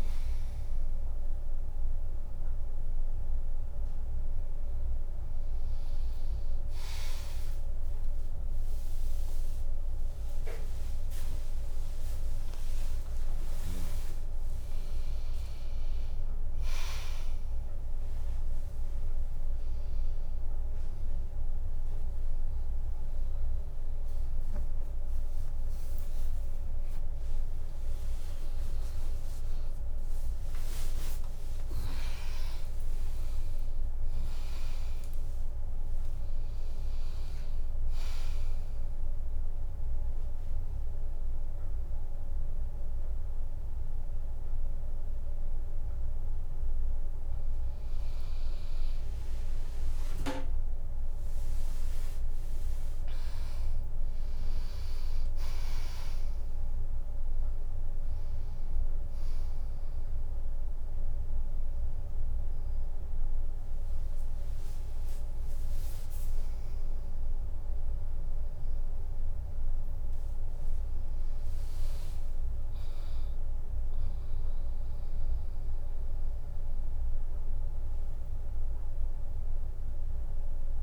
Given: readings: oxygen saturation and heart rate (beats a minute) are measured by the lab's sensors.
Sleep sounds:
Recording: a person partly awake in a sleep study, hard to hear, by a room microphone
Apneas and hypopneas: none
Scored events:
0.00-5.00 s: tachycardia (device-marked, heart rate 102 extreme)
0.00-9.00 s: drop in pulse transit time (device-marked, heart rate 96 extreme)
24.00-80.83 s: new sleep stage, N1 (lightest sleep)
26.00-33.00 s: tachycardia (device-marked, heart rate 78 before, 130 extreme)
26.50-28.50 s: long interval between heartbeats (device-marked, heart rate 93 before, 95 extreme)
30.00-32.00 s: long interval between heartbeats (device-marked, heart rate 92 before, 126 extreme)
63.50-65.50 s: long interval between heartbeats (device-marked, heart rate 79 before, 91 extreme)
From the record:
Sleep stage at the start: awake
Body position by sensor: on the right side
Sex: female

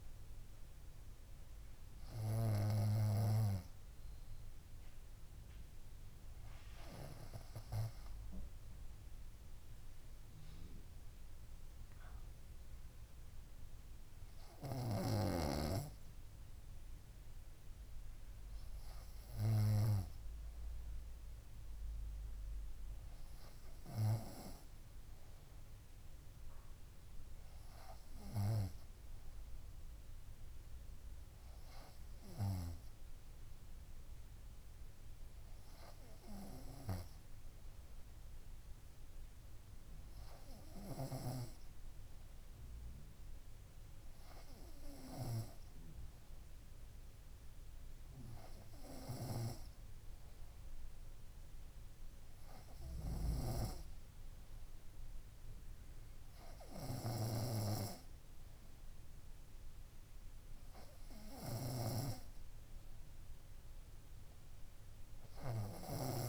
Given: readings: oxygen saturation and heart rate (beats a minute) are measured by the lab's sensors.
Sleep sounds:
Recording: breathing in sleep by a room microphone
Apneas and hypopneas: none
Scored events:
none scored
From the record:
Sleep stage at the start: N2 (light sleep)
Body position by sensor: on the front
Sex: female

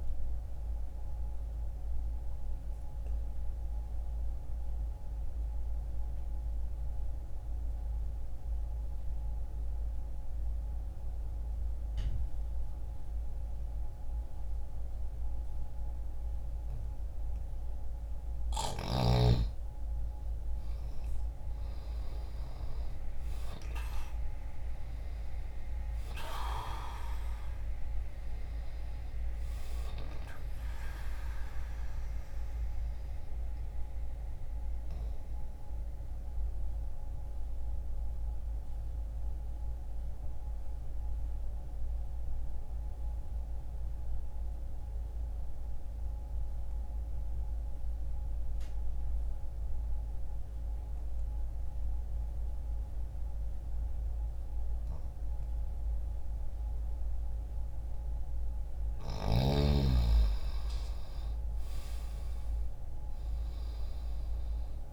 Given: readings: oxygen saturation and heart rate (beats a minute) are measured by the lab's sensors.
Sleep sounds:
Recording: breathing in sleep by a room microphone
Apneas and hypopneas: 2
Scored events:
0.50-17.50 s: obstructive apnea (oxygen 96% before, 86% lowest, heart rate 60 before, 60 extreme, up 0 after)
8.00-20.00 s: oxygen desaturation (device-marked, oxygen 94% before, 86% lowest, heart rate 60 before, 60 extreme)
20.00-24.50 s: arousal
35.50-57.50 s: obstructive apnea (oxygen 95% before, 88% lowest, heart rate 60 before, 60 extreme, up 0 after)
46.00-56.00 s: oxygen desaturation (device-marked, oxygen 94% before, 88% lowest, heart rate 60 before, 60 extreme)
58.50-62.50 s: arousal
From the record:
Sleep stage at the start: N2 (light sleep)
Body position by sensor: on the left side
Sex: male

